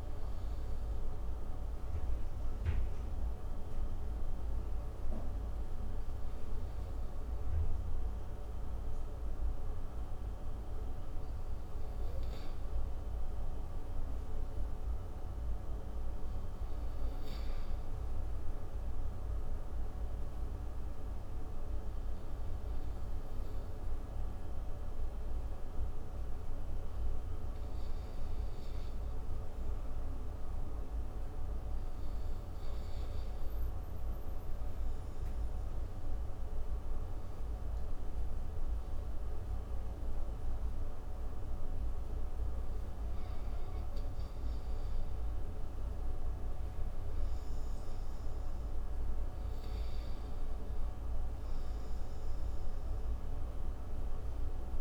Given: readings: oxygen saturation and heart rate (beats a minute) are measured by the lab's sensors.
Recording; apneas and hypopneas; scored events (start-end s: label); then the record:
breathing in sleep, hard to hear, by a room microphone; 2
2.00-13.00 s: obstructive apnea (oxygen 98% before, 91% lowest)
14.50-19.00 s: arousal
24.00-34.00 s: oxygen desaturation (device-marked, oxygen 97% before, 94% lowest)
35.50-45.50 s: obstructive apnea (oxygen 97% before, 90% lowest)
39.00-49.00 s: oxygen desaturation (device-marked, oxygen 96% before, 93% lowest)
48.00-52.00 s: arousal
From the record:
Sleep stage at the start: N2 (light sleep); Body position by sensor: on the front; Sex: male